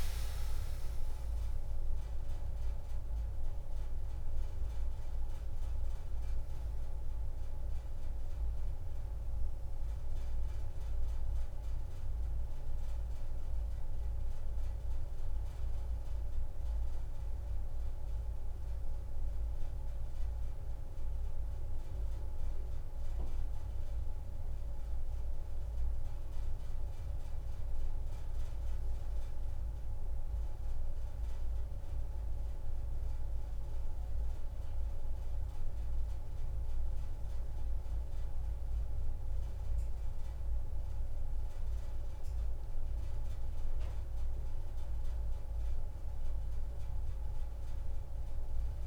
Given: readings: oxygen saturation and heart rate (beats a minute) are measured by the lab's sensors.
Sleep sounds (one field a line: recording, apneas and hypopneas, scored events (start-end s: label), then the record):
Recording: a person awake in a sleep study, hard to hear, by a room microphone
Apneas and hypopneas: none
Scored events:
0.00-4.50 s: oxygen desaturation (device-marked, oxygen 88% lowest)
42.50-48.87 s: new sleep stage, N1 (lightest sleep)
From the record:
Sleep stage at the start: awake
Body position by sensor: on the back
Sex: female